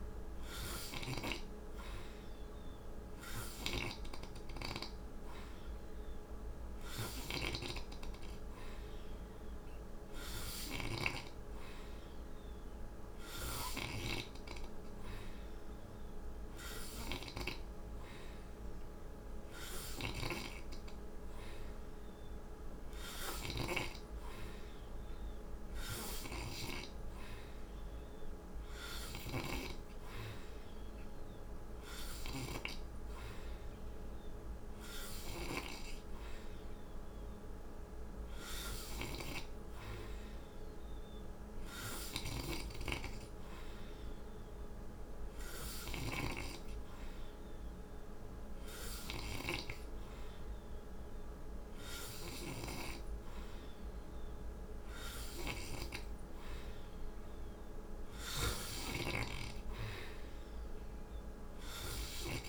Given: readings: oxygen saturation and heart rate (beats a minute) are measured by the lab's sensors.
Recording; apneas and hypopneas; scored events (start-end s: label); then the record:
breathing in sleep by a room microphone; none
0.00-4.00 s: snoring (device-marked)
10.00-13.50 s: snoring (device-marked)
19.50-35.00 s: snoring (device-marked)
41.50-45.50 s: snoring (device-marked)
57.50-62.49 s: snoring (device-marked)
From the record:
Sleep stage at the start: N3 (deep sleep); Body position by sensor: on the right side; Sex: male